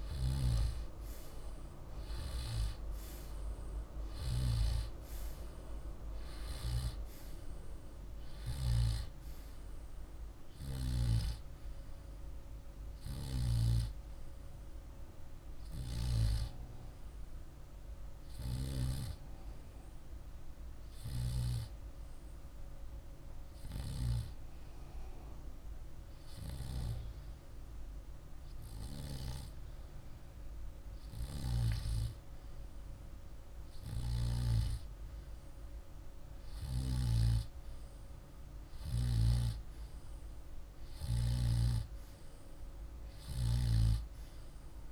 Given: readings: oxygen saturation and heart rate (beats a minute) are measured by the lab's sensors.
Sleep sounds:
breathing in sleep by a room microphone; 1
12.50-15.50 s: arousal
20.50-31.00 s: hypopnea (oxygen 100% before, 96% lowest, heart rate 48 before, 47 extreme, up 2 after)
33.00-36.50 s: arousal
From the record:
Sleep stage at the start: N2 (light sleep); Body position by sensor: on the back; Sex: male

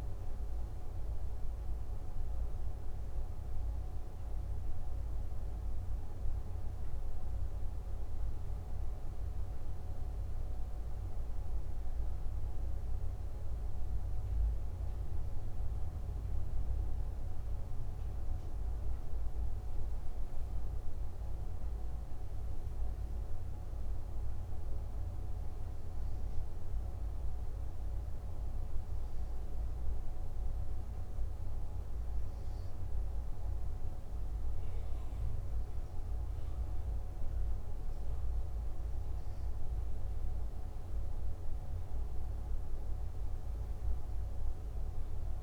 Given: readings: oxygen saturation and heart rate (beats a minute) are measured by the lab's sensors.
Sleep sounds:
breathing in sleep, hard to hear, by a room microphone; 1
15.50-39.00 s: hypopnea (oxygen 96% before, 94% lowest, heart rate 60 before, 58 extreme, up 8 after)
41.00-45.00 s: arousal
From the record:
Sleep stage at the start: N2 (light sleep); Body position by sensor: on the back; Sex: male

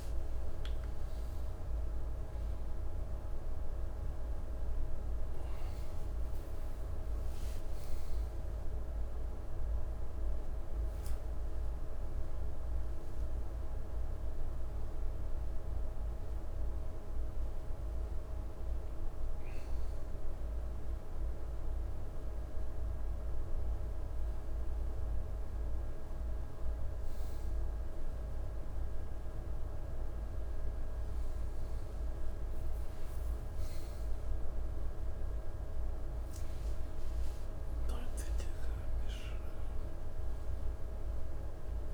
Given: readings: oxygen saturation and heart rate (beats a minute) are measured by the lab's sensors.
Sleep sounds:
a person awake in a sleep study, hard to hear, by a room microphone; none
none scored
From the record:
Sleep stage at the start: awake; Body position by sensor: on the right side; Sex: male

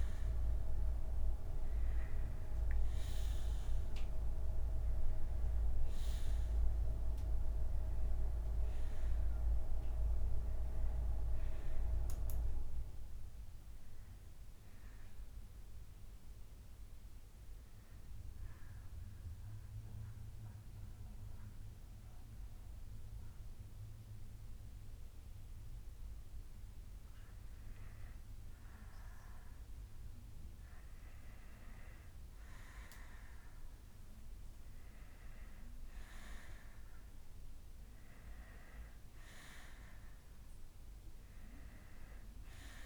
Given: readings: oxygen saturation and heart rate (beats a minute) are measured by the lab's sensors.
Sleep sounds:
breathing in sleep by a room microphone; 1
0.00-14.00 s: oxygen desaturation (device-marked, oxygen 88% lowest, heart rate 54 extreme)
13.50-30.50 s: hypopnea (oxygen 95% before, 86% lowest, heart rate 67 before, 54 extreme, up 22 after)
21.00-30.00 s: bradycardia (device-marked, heart rate 63 before, 54 extreme)
32.50-36.00 s: arousal
34.00-42.86 s: oxygen desaturation (device-marked, oxygen 94% before, 90% lowest, heart rate 62 before, 49 extreme)
40.00-42.86 s: bradycardia (device-marked, heart rate 63 before, 46 extreme)
From the record:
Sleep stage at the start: N2 (light sleep); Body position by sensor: on the back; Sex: male

